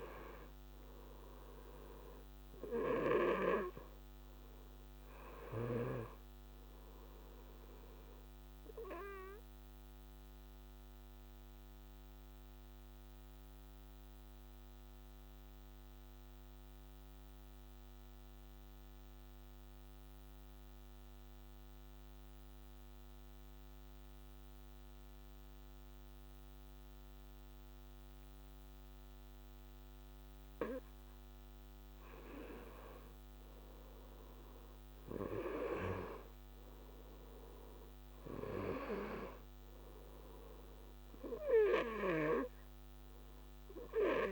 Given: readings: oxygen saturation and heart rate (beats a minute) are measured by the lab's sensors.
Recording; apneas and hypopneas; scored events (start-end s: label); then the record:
breathing in sleep by a microphone on the trachea; 1
0.00-18.00 s: oxygen desaturation (device-marked, oxygen 87% lowest, heart rate 60 extreme)
9.50-30.50 s: obstructive apnea (oxygen 99% before, 85% lowest, heart rate 67 before, 60 extreme, up 6 after)
32.00-36.50 s: arousal
37.00-44.32 s: oxygen desaturation (device-marked, oxygen 96% before, 90% lowest, heart rate 63 before, 60 extreme)
From the record:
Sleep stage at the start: N2 (light sleep); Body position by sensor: on the back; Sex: male